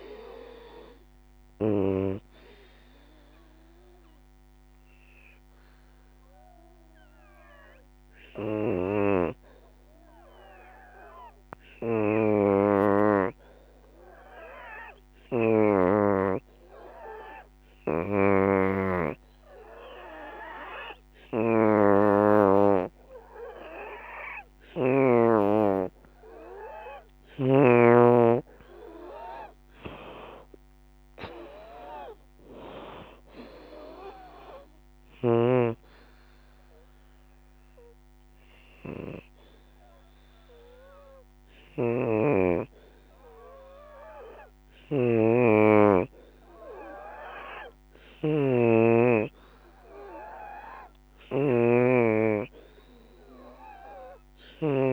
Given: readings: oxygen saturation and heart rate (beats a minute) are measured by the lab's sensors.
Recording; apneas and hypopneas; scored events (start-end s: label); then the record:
breathing in sleep by a microphone on the trachea; 2
0.00-13.00 s: oxygen desaturation (device-marked, oxygen 84% lowest, heart rate 61 extreme)
3.00-25.00 s: obstructive apnea (oxygen 93% before, 83% lowest, heart rate 81 before, 61 extreme, up 19 after)
21.00-46.00 s: oxygen desaturation (device-marked, oxygen 92% before, 84% lowest, heart rate 75 before, 69 extreme)
27.50-31.50 s: arousal
35.50-50.00 s: obstructive apnea (oxygen 92% before, 83% lowest, heart rate 80 before, 69 extreme, up 16 after)
52.00-54.93 s: arousal
52.00-54.93 s: oxygen desaturation (device-marked, oxygen 92% before, 83% lowest, heart rate 80 before, 71 extreme)
From the record:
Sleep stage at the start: N2 (light sleep); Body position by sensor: on the back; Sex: female